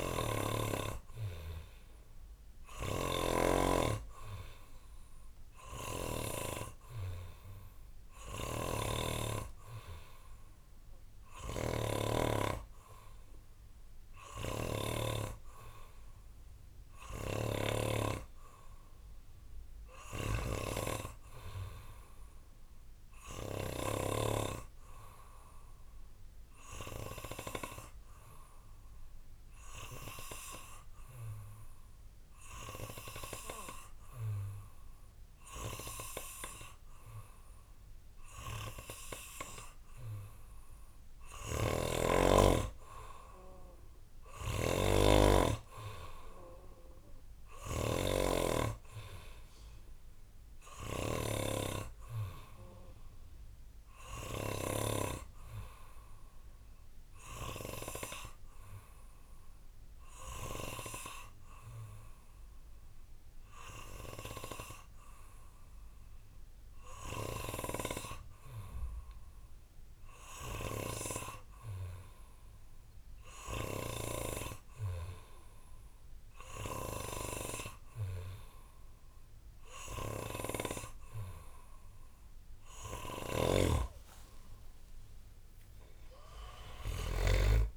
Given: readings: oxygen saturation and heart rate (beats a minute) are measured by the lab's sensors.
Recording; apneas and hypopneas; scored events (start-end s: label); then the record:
breathing in sleep by a room microphone; 2
0.00-3.00 s: snoring (device-marked)
5.50-9.50 s: arousal
11.50-15.00 s: snoring (device-marked)
24.00-39.00 s: obstructive apnea (oxygen 94% before, 92% lowest, heart rate 68 before, 62 extreme, up 2 after)
41.50-45.50 s: arousal
44.00-51.50 s: snoring (device-marked)
52.00-70.00 s: hypopnea (oxygen 95% before, 90% lowest, heart rate 69 before, 64 extreme, up 6 after)
72.00-75.50 s: arousal
83.00-87.00 s: snoring (device-marked)
From the record:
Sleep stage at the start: N2 (light sleep); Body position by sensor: on the back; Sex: male